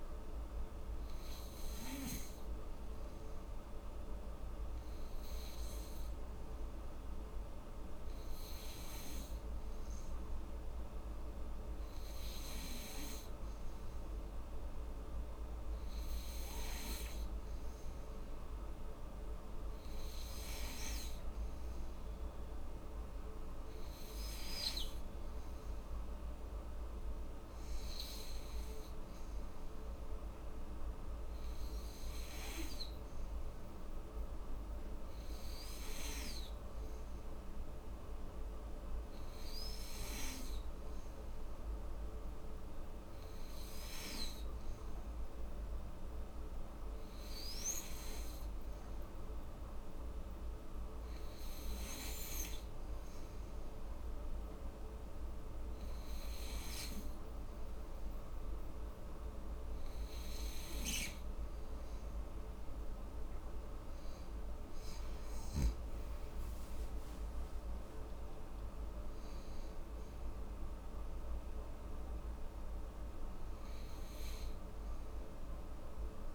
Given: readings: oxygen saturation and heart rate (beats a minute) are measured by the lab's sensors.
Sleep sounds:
breathing in sleep, hard to hear, by a room microphone; none
57.50-76.35 s: new sleep stage, N2 (light sleep)
64.50-68.50 s: arousal
From the record:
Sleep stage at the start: N3 (deep sleep); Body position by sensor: on the back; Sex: female

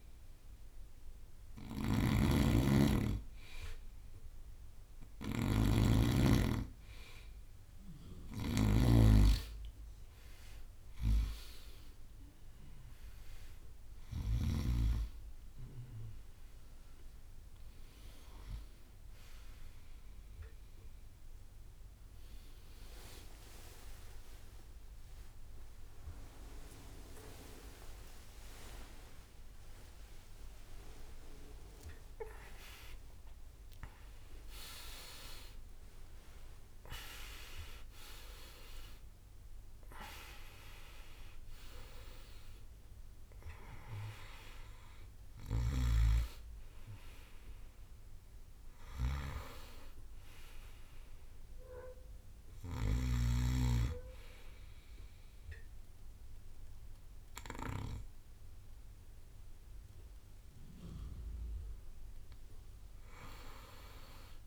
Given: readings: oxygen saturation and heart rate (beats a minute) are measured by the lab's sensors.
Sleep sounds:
breathing in sleep by a room microphone; none
0.00-2.00 s: long interval between heartbeats (device-marked, heart rate 58 before, 59 extreme)
0.00-3.50 s: drop in pulse transit time (device-marked, heart rate 56 extreme)
0.00-6.50 s: bradycardia (device-marked, heart rate 54 extreme)
0.00-14.50 s: snoring (device-marked)
2.00-4.00 s: long interval between heartbeats (device-marked, heart rate 58 before, 56 extreme)
15.50-34.50 s: drop in pulse transit time (device-marked, heart rate 60 before, 67 extreme)
20.50-22.50 s: long interval between heartbeats (device-marked, heart rate 63 before, 74 extreme)
23.00-25.00 s: long interval between heartbeats (device-marked, heart rate 64 before, 89 extreme)
27.50-35.00 s: arousal
29.00-31.00 s: long interval between heartbeats (device-marked, heart rate 74 before, 69 extreme)
31.50-33.50 s: long interval between heartbeats (device-marked, heart rate 75 before, 67 extreme)
63.00-64.47 s: arousal
From the record:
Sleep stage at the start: N2 (light sleep); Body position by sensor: on the right side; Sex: male

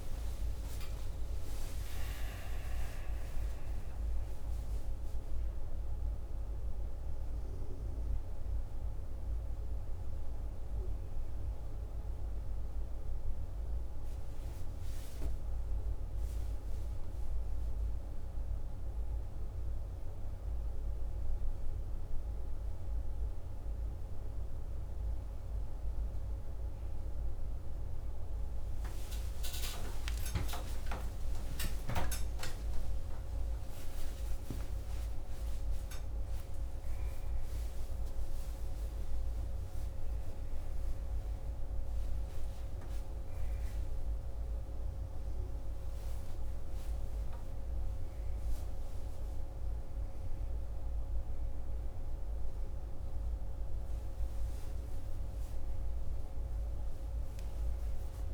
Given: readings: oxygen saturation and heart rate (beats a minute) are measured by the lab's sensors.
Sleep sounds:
a person awake in a sleep study, hard to hear, by a room microphone; none
none scored
From the record:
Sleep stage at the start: awake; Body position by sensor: on the back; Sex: male

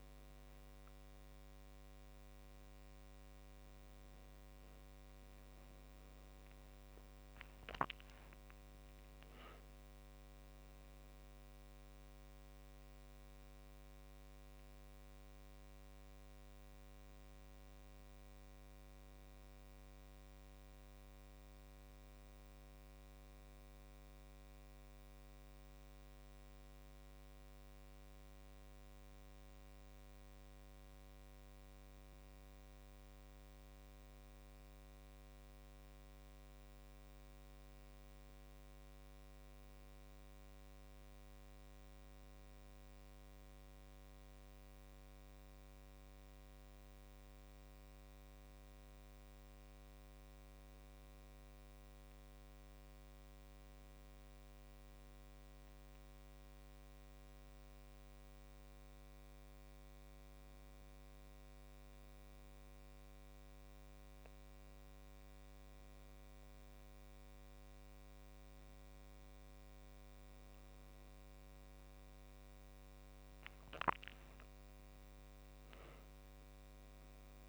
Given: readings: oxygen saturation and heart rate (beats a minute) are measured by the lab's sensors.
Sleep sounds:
a person awake in a sleep study, hard to hear, by a microphone on the trachea; none
none scored
From the record:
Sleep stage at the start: awake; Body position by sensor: on the back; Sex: male

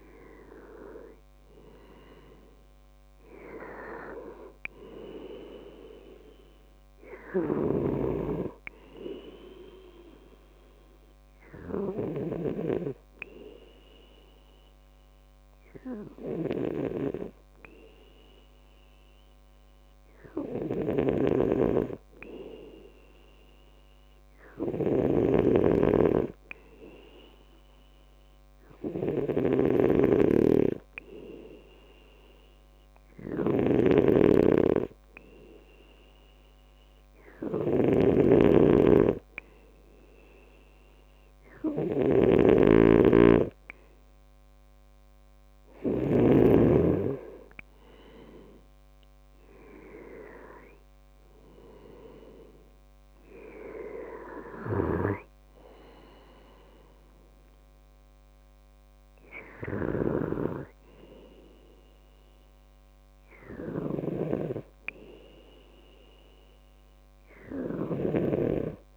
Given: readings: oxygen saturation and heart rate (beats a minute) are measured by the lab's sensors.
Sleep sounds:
breathing in sleep by a microphone on the trachea; 2
0.00-2.00 s: arousal
7.50-12.50 s: snoring (device-marked)
11.00-21.00 s: hypopnea (oxygen 95% before, 93% lowest, heart rate 69 before, 64 extreme, up 3 after)
21.00-46.50 s: snoring (device-marked)
24.50-27.50 s: arousal
33.00-45.50 s: hypopnea (oxygen 97% before, 93% lowest, heart rate 66 before, 63 extreme, up 4 after)
48.50-52.50 s: arousal
54.50-68.97 s: snoring (device-marked)
From the record:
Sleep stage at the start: N2 (light sleep); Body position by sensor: on the back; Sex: male

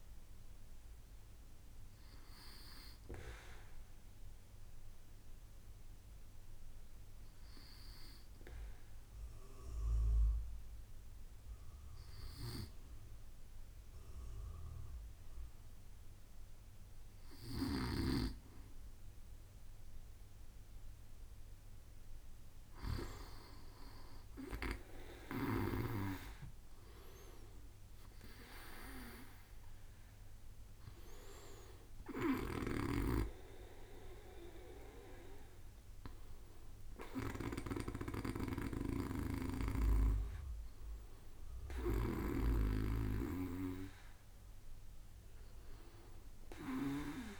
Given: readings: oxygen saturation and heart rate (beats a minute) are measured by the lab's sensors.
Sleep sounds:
breathing in sleep by a room microphone; 1
5.50-20.50 s: hypopnea (oxygen 95% before, 94% lowest, heart rate 68 before, 64 extreme, up 5 after)
26.50-31.50 s: arousal
32.00-47.00 s: snoring (device-marked)
From the record:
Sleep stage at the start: N2 (light sleep); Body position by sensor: on the back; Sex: male

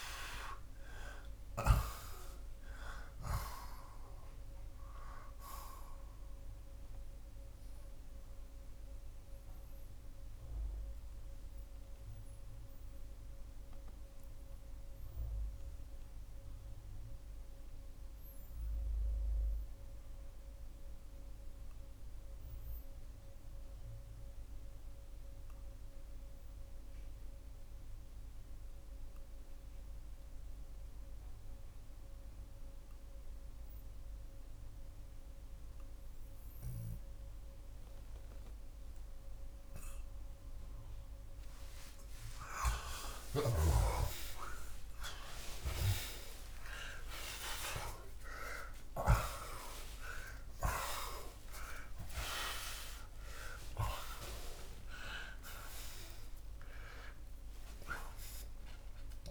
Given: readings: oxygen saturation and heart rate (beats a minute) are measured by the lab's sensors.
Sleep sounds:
breathing in sleep by a room microphone; 1
8.00-41.50 s: mixed apnea (oxygen 91% before, 79% lowest, heart rate 124 before, 59 extreme)
18.50-38.50 s: oxygen desaturation (device-marked, oxygen 89% before, 79% lowest, heart rate 74 before, 60 extreme)
49.50-55.50 s: arousal
From the record:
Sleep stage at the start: N2 (light sleep); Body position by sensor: on the left side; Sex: male

